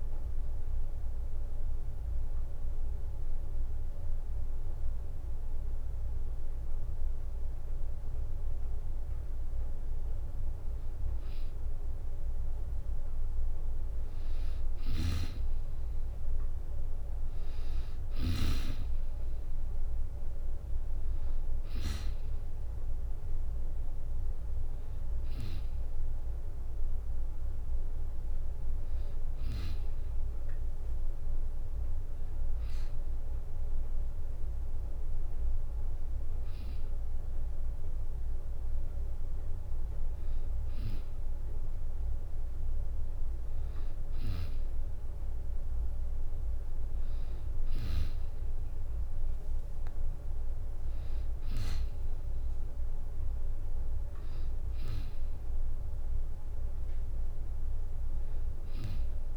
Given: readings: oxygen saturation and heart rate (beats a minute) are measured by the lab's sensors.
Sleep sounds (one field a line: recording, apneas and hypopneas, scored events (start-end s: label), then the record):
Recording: breathing in sleep by a room microphone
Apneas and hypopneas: 1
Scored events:
0.00-10.00 s: oxygen desaturation (device-marked, oxygen 93% lowest, heart rate 65 extreme)
1.00-11.00 s: obstructive apnea (oxygen 97% before, 93% lowest, heart rate 71 before, 65 extreme)
11.00-23.00 s: tachycardia (device-marked, heart rate 81 before, 215 extreme)
13.00-16.00 s: arousal
14.50-18.00 s: snoring (device-marked)
15.50-17.50 s: long interval between heartbeats (device-marked, heart rate 72 before, 139 extreme)
16.00-33.00 s: drop in pulse transit time (device-marked, heart rate 74 before, 66 extreme)
19.00-21.00 s: long interval between heartbeats (device-marked, heart rate 89 before, 210 extreme)
21.50-23.50 s: long interval between heartbeats (device-marked, heart rate 103 before, 177 extreme)
22.00-36.00 s: oxygen desaturation (device-marked, oxygen 97% before, 93% lowest, heart rate 110 before, 65 extreme)
From the record:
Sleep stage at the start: N2 (light sleep)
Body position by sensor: on the back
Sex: female